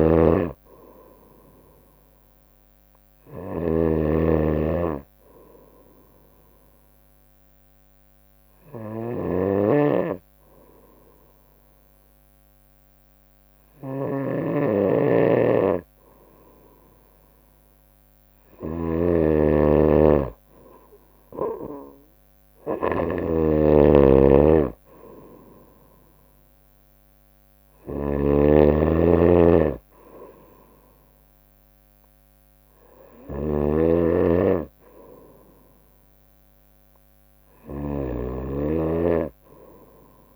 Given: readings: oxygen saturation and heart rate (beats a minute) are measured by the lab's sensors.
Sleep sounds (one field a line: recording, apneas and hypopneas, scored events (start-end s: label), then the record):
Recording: breathing in sleep by a microphone on the trachea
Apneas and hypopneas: 1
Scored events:
0.00-40.36 s: snoring (device-marked)
6.50-9.50 s: bradycardia (device-marked, heart rate 65 before, 60 extreme)
6.50-19.00 s: obstructive apnea (oxygen 97% before, 94% lowest, heart rate 60 before, 60 extreme, up 4 after)
21.50-25.00 s: arousal
29.50-31.50 s: long interval between heartbeats (device-marked, heart rate 62 before, 63 extreme)
From the record:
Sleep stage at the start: N2 (light sleep)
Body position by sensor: on the right side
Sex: female